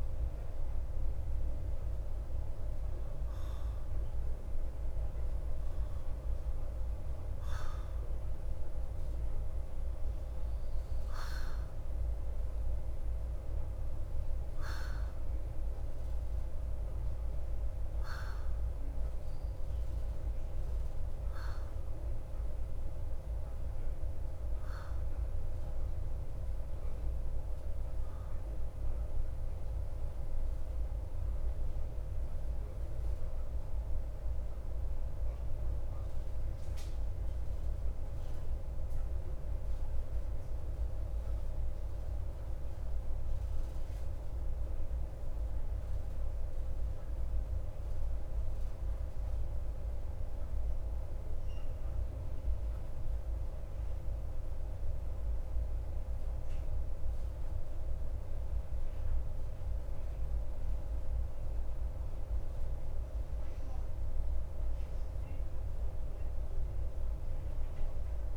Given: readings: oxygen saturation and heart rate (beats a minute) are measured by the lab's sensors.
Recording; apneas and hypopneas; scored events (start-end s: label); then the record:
breathing in sleep, hard to hear, by a room microphone; 1
24.50-48.50 s: oxygen desaturation (device-marked, oxygen 94% before, 91% lowest, heart rate 56 before, 52 extreme)
41.00-61.50 s: central apnea (oxygen 94% before, 91% lowest, heart rate 54 before, 48 extreme, up 0 after)
63.00-67.00 s: arousal
From the record:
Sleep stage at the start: N2 (light sleep); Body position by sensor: on the back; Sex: male